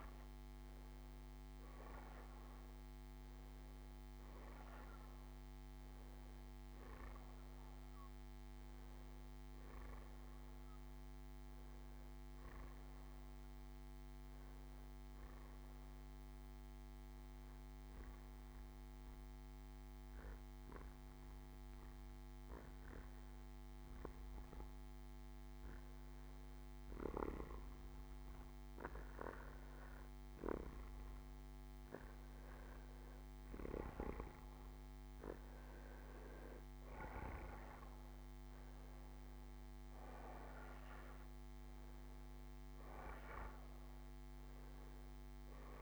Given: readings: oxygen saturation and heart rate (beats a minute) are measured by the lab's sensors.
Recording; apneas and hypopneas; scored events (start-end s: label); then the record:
breathing in sleep by a microphone on the trachea; 1
0.00-13.50 s: oxygen desaturation (device-marked, oxygen 89% lowest, heart rate 63 extreme)
16.00-29.50 s: hypopnea (oxygen 94% before, 87% lowest, heart rate 69 before, 64 extreme, up 6 after)
32.00-35.50 s: arousal
34.50-45.82 s: oxygen desaturation (device-marked, oxygen 94% before, 89% lowest, heart rate 67 before, 58 extreme)
From the record:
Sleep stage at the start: N2 (light sleep); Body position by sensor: on the back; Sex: male